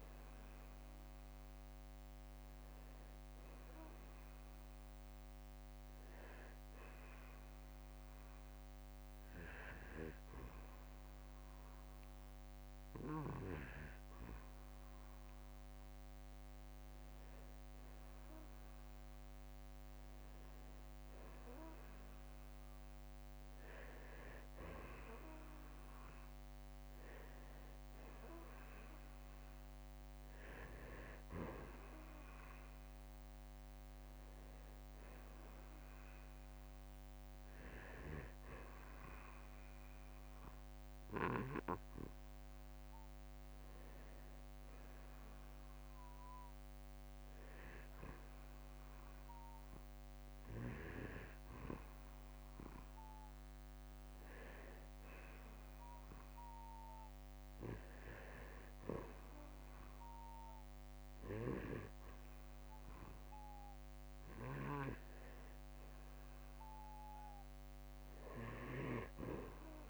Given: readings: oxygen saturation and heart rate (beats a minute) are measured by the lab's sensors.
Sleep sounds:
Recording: breathing in sleep by a microphone on the trachea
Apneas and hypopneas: none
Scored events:
49.00-51.00 s: long interval between heartbeats (device-marked, heart rate 55 before, 59 extreme)
From the record:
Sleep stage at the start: N2 (light sleep)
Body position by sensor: on the back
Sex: male

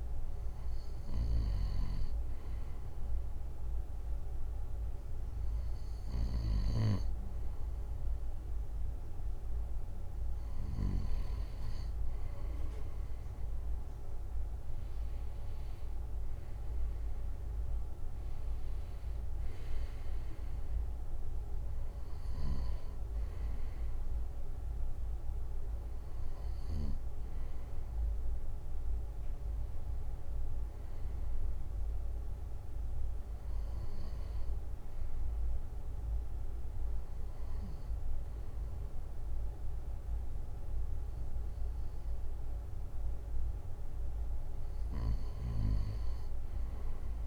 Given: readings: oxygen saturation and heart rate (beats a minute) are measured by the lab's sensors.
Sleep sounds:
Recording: breathing in sleep, hard to hear, by a room microphone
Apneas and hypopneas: none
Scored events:
15.00-18.00 s: arousal
From the record:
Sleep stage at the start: N2 (light sleep)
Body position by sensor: on the right side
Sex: male

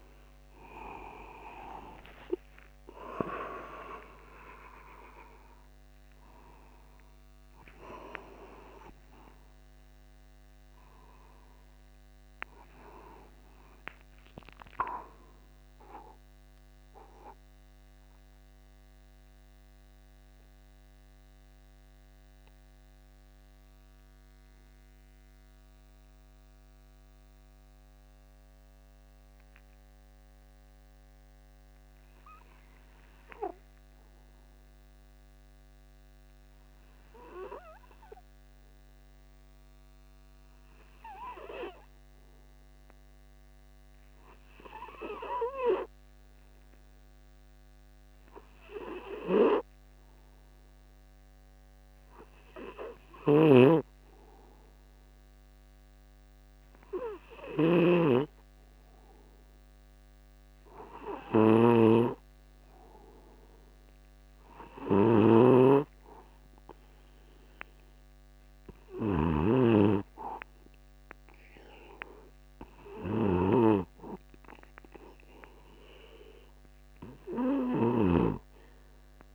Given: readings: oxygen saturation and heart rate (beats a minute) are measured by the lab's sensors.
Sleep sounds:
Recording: breathing in sleep by a microphone on the trachea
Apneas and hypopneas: 1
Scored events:
0.00-6.00 s: arousal
2.50-4.50 s: long interval between heartbeats (device-marked, heart rate 52 before, 81 extreme)
17.00-58.50 s: mixed apnea (oxygen 97% before, 94% lowest, heart rate 66 before, 49 extreme, up 1 after)
34.00-36.00 s: long interval between heartbeats (device-marked, heart rate 52 before, 60 extreme)
53.50-78.50 s: snoring (device-marked)
57.00-62.00 s: oxygen desaturation (device-marked, oxygen 98% before, 95% lowest, heart rate 51 before, 49 extreme)
63.50-67.00 s: arousal
From the record:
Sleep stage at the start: N2 (light sleep)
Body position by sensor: upright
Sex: male

